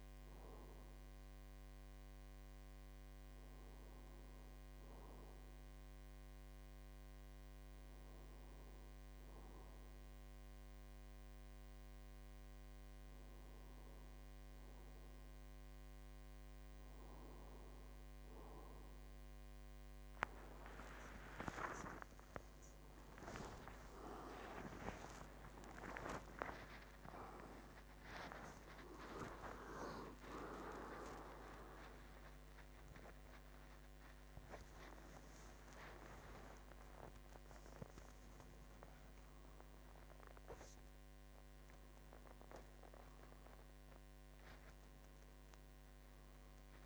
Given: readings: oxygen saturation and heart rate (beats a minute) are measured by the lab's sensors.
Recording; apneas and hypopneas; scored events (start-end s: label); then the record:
a person awake in a sleep study, by a microphone on the trachea; none
33.50-46.86 s: new sleep stage, N1 (lightest sleep)
From the record:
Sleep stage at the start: awake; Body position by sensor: on the right side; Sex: male